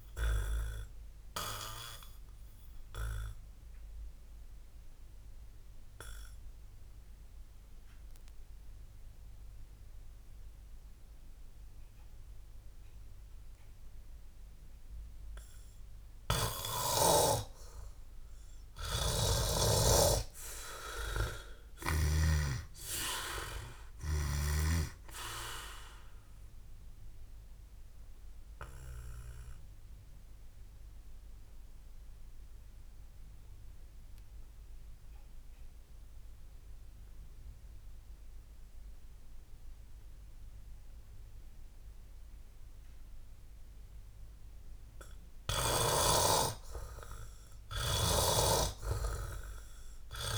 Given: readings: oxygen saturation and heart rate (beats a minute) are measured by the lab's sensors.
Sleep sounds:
breathing in sleep by a room microphone; 2
0.00-18.00 s: oxygen desaturation (device-marked, oxygen 100% before, 86% lowest, heart rate 61 before, 60 extreme)
1.00-19.50 s: obstructive apnea (oxygen 100% before, 86% lowest, heart rate 61 before, 60 extreme, up 26 after)
21.50-24.50 s: arousal
29.00-45.50 s: obstructive apnea (oxygen 98% before, 82% lowest, heart rate 68 before, 60 extreme, up 27 after)
31.00-34.00 s: oxygen desaturation (device-marked, oxygen 98% before, 94% lowest, heart rate 69 before, 61 extreme)
42.00-50.38 s: oxygen desaturation (device-marked, oxygen 95% before, 90% lowest, heart rate 69 before, 60 extreme)
49.00-50.38 s: arousal
From the record:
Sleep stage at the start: N2 (light sleep); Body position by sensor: on the back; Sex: male

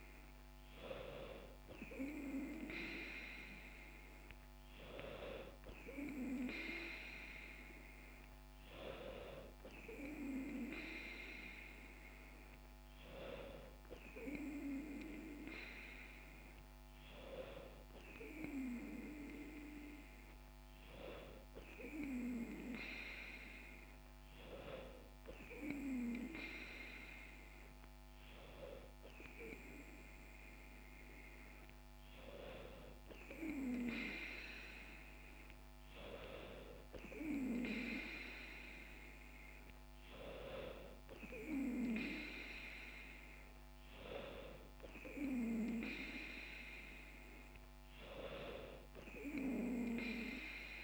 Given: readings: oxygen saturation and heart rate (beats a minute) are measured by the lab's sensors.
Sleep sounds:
breathing in sleep by a microphone on the trachea; none
8.50-11.50 s: bradycardia (device-marked, heart rate 67 before, 68 extreme)
From the record:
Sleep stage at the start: N2 (light sleep); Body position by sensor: on the back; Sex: female

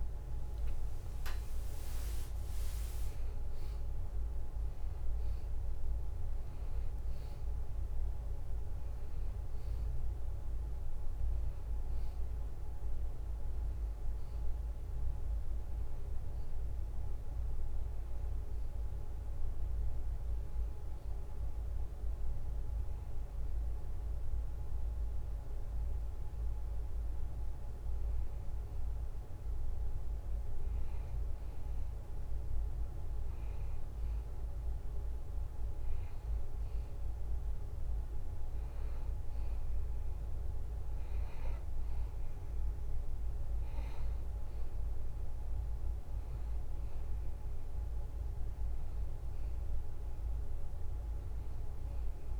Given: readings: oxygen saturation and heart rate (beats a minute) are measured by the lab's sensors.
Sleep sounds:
breathing in sleep, hard to hear, by a room microphone; none
0.00-2.50 s: arousal
From the record:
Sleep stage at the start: N2 (light sleep); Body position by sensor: on the back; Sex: male

